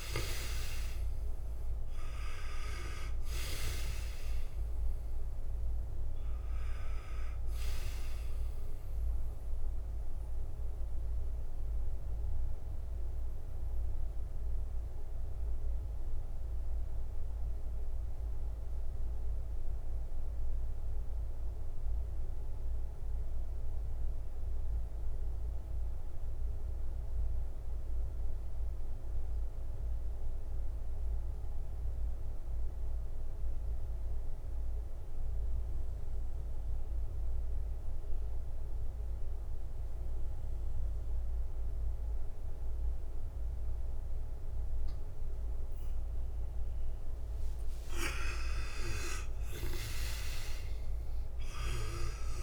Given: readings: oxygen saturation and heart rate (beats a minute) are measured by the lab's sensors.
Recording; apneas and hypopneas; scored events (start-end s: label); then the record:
breathing in sleep by a room microphone; 1
0.00-27.50 s: oxygen desaturation (device-marked, oxygen 77% lowest, heart rate 56 extreme)
9.00-46.00 s: mixed apnea (oxygen 93% before, 77% lowest, heart rate 65 before, 56 extreme, up 8 after)
39.50-52.43 s: oxygen desaturation (device-marked, oxygen 98% before, 78% lowest, heart rate 64 before, 56 extreme)
46.50-52.43 s: arousal
From the record:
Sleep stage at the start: N2 (light sleep); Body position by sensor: on the back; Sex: male